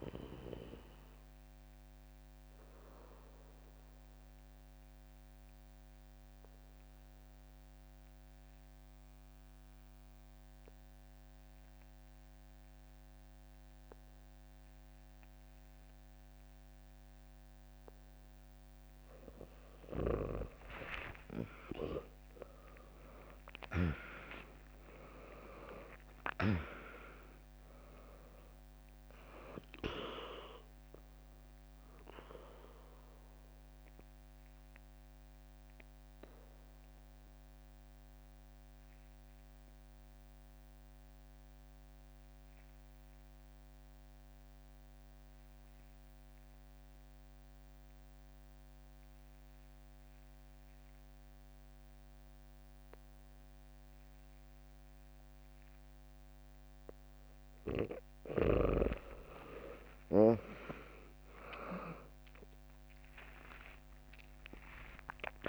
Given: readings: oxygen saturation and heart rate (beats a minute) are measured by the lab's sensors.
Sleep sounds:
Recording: breathing in sleep by a microphone on the trachea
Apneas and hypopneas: 2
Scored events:
0.00-2.50 s: drop in pulse transit time (device-marked, heart rate 62 extreme)
0.50-18.00 s: obstructive apnea (oxygen 100% before, 96% lowest, heart rate 66 before, 59 extreme, up 49 after)
20.00-26.00 s: arousal
21.50-27.50 s: tachycardia (device-marked, heart rate 69 before, 117 extreme)
23.50-35.50 s: drop in pulse transit time (device-marked, heart rate 73 before, 75 extreme)
24.00-26.00 s: long interval between heartbeats (device-marked, heart rate 73 before, 94 extreme)
33.50-57.00 s: obstructive apnea (oxygen 100% before, 95% lowest, heart rate 87 before, 60 extreme, up 7 after)
59.00-64.00 s: arousal
60.50-65.49 s: oxygen desaturation (device-marked, oxygen 100% before, 95% lowest, heart rate 63 before, 58 extreme)
62.50-65.49 s: drop in pulse transit time (device-marked, heart rate 63 before, 63 extreme)
From the record:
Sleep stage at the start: N2 (light sleep)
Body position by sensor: on the back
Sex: female

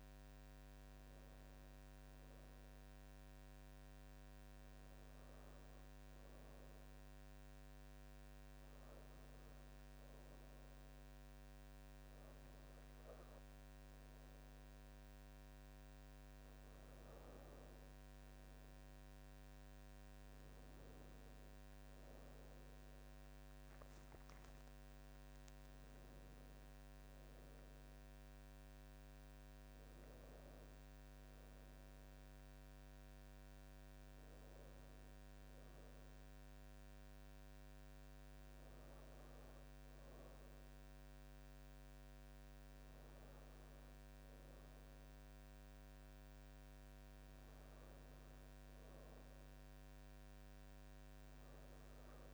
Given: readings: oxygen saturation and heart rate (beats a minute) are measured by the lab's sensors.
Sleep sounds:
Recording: breathing in sleep, hard to hear, by a microphone on the trachea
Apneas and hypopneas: 1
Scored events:
6.50-19.00 s: hypopnea (oxygen 98% before, 94% lowest, heart rate 68 before, 67 extreme, up 1 after)
29.50-33.50 s: arousal
From the record:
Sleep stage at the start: N2 (light sleep)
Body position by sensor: on the back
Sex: female

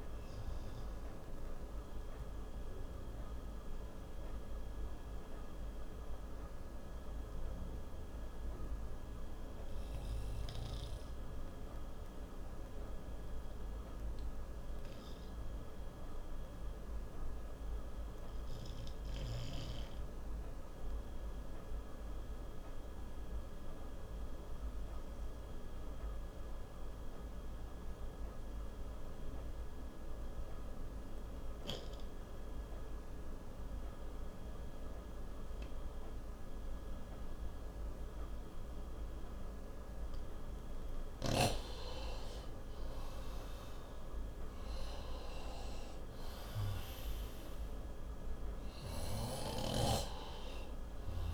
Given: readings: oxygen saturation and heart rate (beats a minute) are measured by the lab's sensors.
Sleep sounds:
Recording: breathing in sleep, hard to hear, by a room microphone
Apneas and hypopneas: 1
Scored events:
1.00-18.00 s: oxygen desaturation (device-marked, oxygen 95% before, 89% lowest, heart rate 87 before, 54 extreme)
7.00-40.00 s: obstructive apnea (oxygen 96% before, 89% lowest, heart rate 82 before, 54 extreme, up 5 after)
39.00-51.34 s: oxygen desaturation (device-marked, oxygen 98% before, 89% lowest, heart rate 60 before, 54 extreme)
43.00-47.00 s: arousal
From the record:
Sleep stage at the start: N2 (light sleep)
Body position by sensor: on the right side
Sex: male

